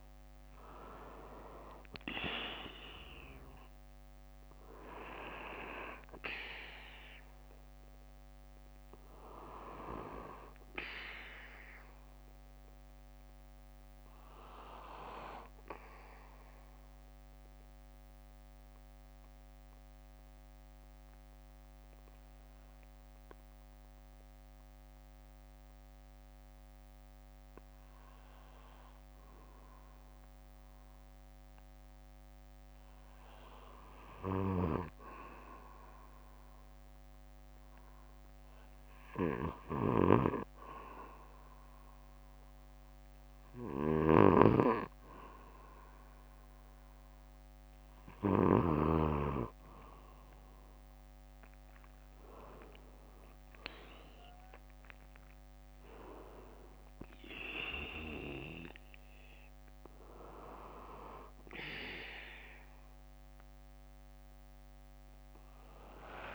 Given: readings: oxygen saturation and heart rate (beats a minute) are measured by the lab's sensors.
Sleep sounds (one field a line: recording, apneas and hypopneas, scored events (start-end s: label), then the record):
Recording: breathing in sleep by a microphone on the trachea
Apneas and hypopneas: 1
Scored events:
0.00-3.50 s: arousal
6.50-8.50 s: bradycardia (device-marked, heart rate 61 before, 63 extreme)
9.50-11.50 s: bradycardia (device-marked, heart rate 61 before, 59 extreme)
13.50-32.50 s: bradycardia (device-marked, heart rate 61 before, 55 extreme)
16.50-32.50 s: hypopnea (oxygen 96% before, 93% lowest, heart rate 61 before, 55 extreme, up 8 after)
38.50-40.50 s: bradycardia (device-marked, heart rate 61 before, 60 extreme)
39.00-43.00 s: arousal
49.50-66.35 s: oxygen desaturation (device-marked, oxygen 97% before, 93% lowest, heart rate 60 before, 56 extreme)
64.50-66.35 s: bradycardia (device-marked, heart rate 61 before, 61 extreme)
From the record:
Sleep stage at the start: N2 (light sleep)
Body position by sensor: on the back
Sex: male